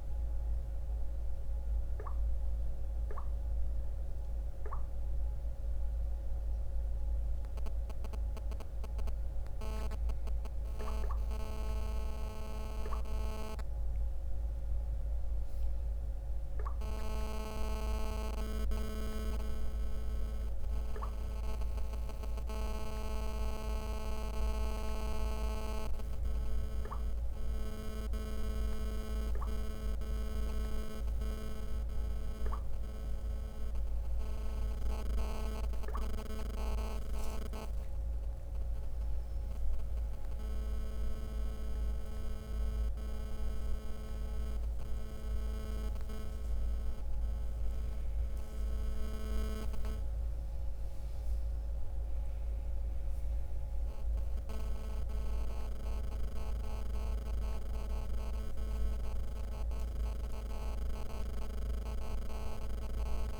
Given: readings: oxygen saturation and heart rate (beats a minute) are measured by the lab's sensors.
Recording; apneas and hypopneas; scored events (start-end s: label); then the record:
breathing in sleep by a room microphone; none
37.00-63.40 s: new sleep stage, N2 (light sleep)
From the record:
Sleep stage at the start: N1 (lightest sleep); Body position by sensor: on the right side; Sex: male